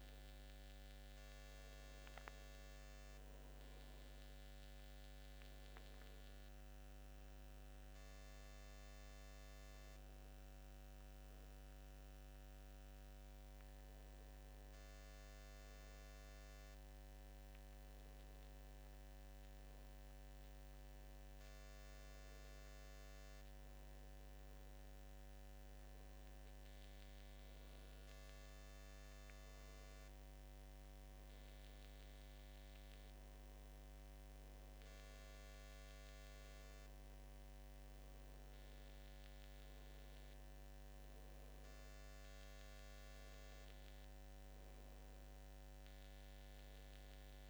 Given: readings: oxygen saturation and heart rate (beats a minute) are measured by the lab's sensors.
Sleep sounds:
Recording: breathing in sleep, hard to hear, by a microphone on the trachea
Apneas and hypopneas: none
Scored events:
9.50-47.50 s: new sleep stage, N1 (lightest sleep)
From the record:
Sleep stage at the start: N2 (light sleep)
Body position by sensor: on the back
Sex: male

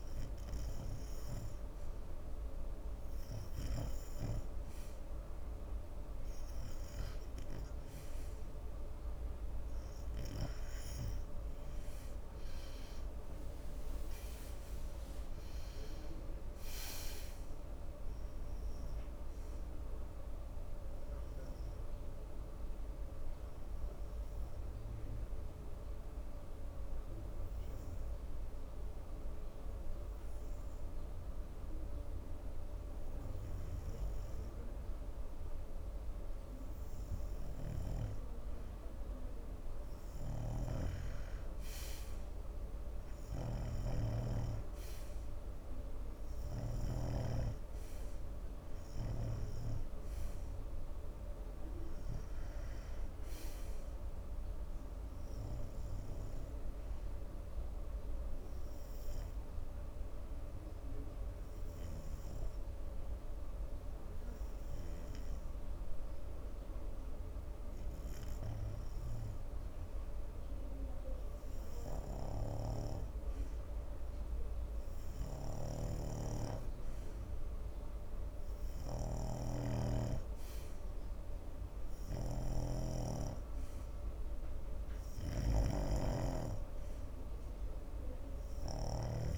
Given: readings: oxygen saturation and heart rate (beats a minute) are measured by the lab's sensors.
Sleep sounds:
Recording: breathing in sleep by a room microphone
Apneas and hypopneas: 2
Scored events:
13.50-17.50 s: arousal
22.50-39.00 s: obstructive apnea (oxygen 92% before, 90% lowest, heart rate 80 before, 66 extreme, up 4 after)
34.00-47.50 s: snoring (device-marked)
41.00-44.50 s: arousal
57.50-71.50 s: obstructive apnea (oxygen 94% before, 91% lowest, heart rate 71 before, 68 extreme, up 9 after)
62.50-66.00 s: snoring (device-marked)
72.50-89.38 s: snoring (device-marked)
73.50-76.00 s: arousal
75.50-86.50 s: oxygen desaturation (device-marked, oxygen 95% before, 91% lowest, heart rate 68 before, 71 extreme)
From the record:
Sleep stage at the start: N2 (light sleep)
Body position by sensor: on the right side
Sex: male

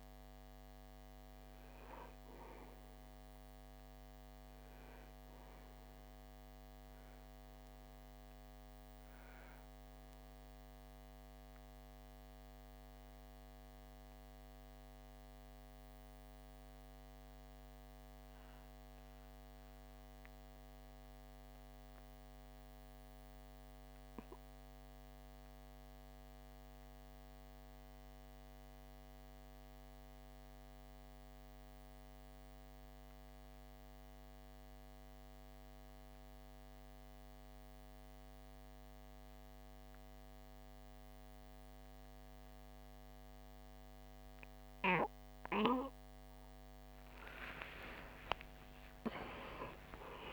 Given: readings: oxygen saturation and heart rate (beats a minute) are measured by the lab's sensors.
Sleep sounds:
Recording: breathing in sleep by a microphone on the trachea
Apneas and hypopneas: 1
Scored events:
0.00-14.50 s: oxygen desaturation (device-marked, oxygen 92% lowest)
4.00-43.50 s: obstructive apnea (oxygen 96% before, 88% lowest)
35.50-50.33 s: oxygen desaturation (device-marked, oxygen 97% before, 88% lowest)
46.50-50.33 s: arousal
From the record:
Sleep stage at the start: N2 (light sleep)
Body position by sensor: on the back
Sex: male

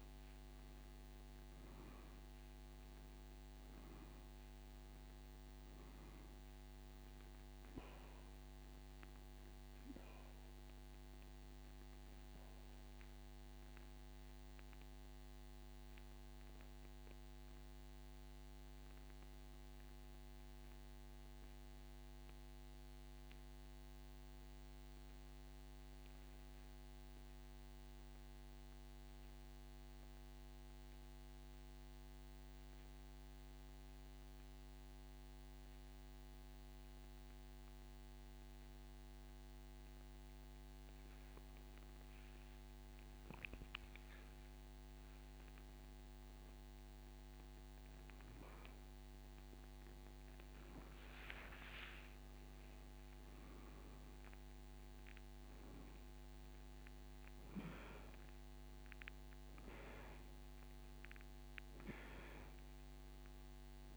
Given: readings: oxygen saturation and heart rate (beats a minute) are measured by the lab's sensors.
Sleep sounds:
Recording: breathing in sleep, hard to hear, by a microphone on the trachea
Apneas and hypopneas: 1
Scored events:
11.50-40.50 s: oxygen desaturation (device-marked, oxygen 96% before, 88% lowest)
15.00-43.50 s: mixed apnea (oxygen 97% before, 88% lowest)
47.50-51.50 s: arousal
From the record:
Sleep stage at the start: N2 (light sleep)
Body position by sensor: on the back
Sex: male

